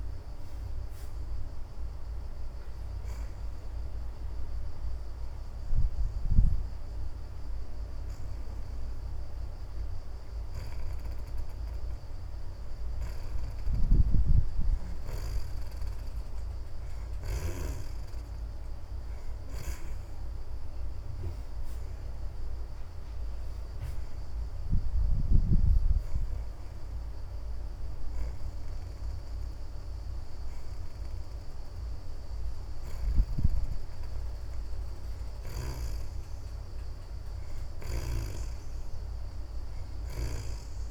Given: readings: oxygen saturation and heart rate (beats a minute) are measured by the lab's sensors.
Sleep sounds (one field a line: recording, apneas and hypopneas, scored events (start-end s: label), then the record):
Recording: breathing in sleep by a room microphone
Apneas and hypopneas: 1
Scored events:
2.00-24.00 s: oxygen desaturation (device-marked, oxygen 71% before, 63% lowest)
4.00-15.50 s: hypopnea (oxygen 72% before, 63% lowest)
22.50-27.00 s: arousal
32.00-40.91 s: oxygen desaturation (device-marked, oxygen 76% before, 64% lowest)
From the record:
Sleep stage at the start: N2 (light sleep)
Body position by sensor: on the back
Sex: female